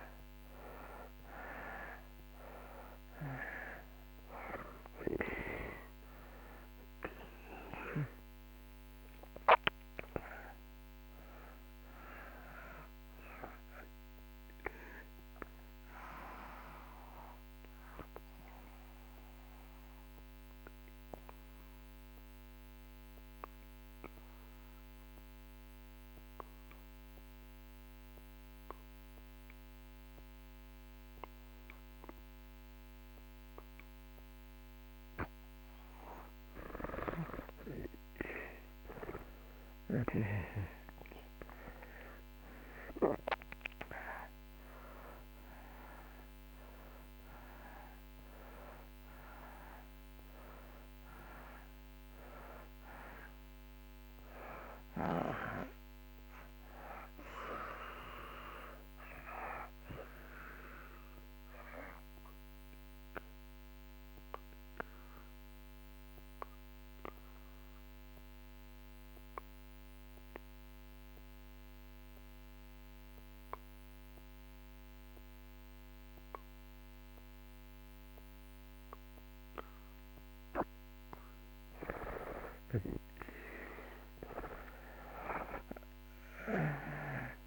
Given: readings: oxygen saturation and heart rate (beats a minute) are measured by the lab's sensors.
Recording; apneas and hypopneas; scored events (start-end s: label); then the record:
breathing in sleep by a microphone on the trachea; 2
0.00-27.00 s: oxygen desaturation (device-marked, oxygen 79% lowest)
18.00-35.50 s: obstructive apnea (oxygen 96% before, 80% lowest)
36.00-41.00 s: arousal
42.00-74.00 s: oxygen desaturation (device-marked, oxygen 96% before, 80% lowest)
61.50-80.00 s: obstructive apnea (oxygen 96% before, 80% lowest)
82.00-86.50 s: arousal
From the record:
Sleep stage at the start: N2 (light sleep); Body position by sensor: on the back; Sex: male